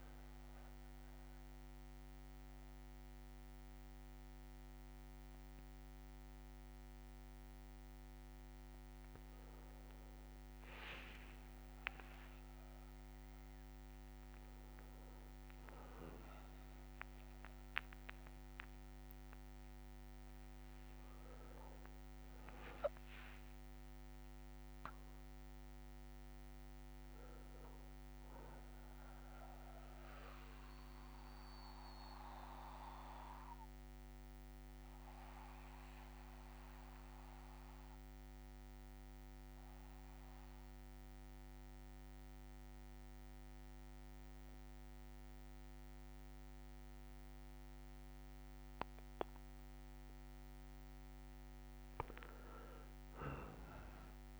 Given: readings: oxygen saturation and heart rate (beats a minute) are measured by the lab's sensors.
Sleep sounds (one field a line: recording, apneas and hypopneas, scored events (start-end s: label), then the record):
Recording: breathing in sleep by a microphone on the trachea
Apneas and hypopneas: 1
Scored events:
0.50-2.50 s: long interval between heartbeats (device-marked, heart rate 75 before, 78 extreme)
9.00-14.00 s: tachycardia (device-marked, heart rate 68 before, 108 extreme)
11.00-13.00 s: long interval between heartbeats (device-marked, heart rate 80 before, 92 extreme)
15.00-17.00 s: long interval between heartbeats (device-marked, heart rate 86 before, 110 extreme)
16.00-21.50 s: arousal
23.00-25.00 s: long interval between heartbeats (device-marked, heart rate 83 before, 75 extreme)
29.00-50.00 s: obstructive apnea (oxygen 98% before, 93% lowest, heart rate 84 before, 59 extreme, up 4 after)
33.00-35.00 s: bradycardia (device-marked, heart rate 69 before, 60 extreme)
50.00-54.40 s: oxygen desaturation (device-marked, oxygen 98% before, 93% lowest, heart rate 61 before, 61 extreme)
51.00-54.40 s: arousal
From the record:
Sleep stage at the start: N2 (light sleep)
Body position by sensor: on the back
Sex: male